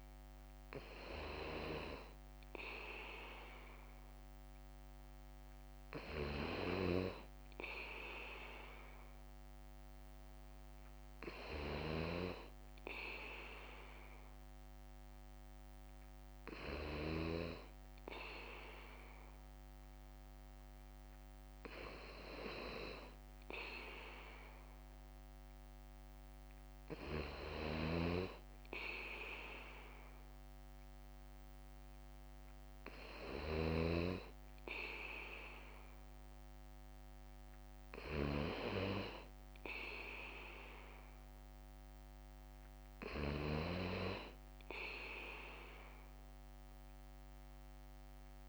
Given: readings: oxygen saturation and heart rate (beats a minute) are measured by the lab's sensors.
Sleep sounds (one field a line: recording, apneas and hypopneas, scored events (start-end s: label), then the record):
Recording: breathing in sleep by a microphone on the trachea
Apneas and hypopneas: none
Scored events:
9.00-18.00 s: bradycardia (device-marked, heart rate 57 before, 58 extreme)
26.00-46.00 s: bradycardia (device-marked, heart rate 58 before, 57 extreme)
47.00-48.49 s: bradycardia (device-marked, heart rate 58 before, 56 extreme)
From the record:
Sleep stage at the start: N2 (light sleep)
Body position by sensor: on the back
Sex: male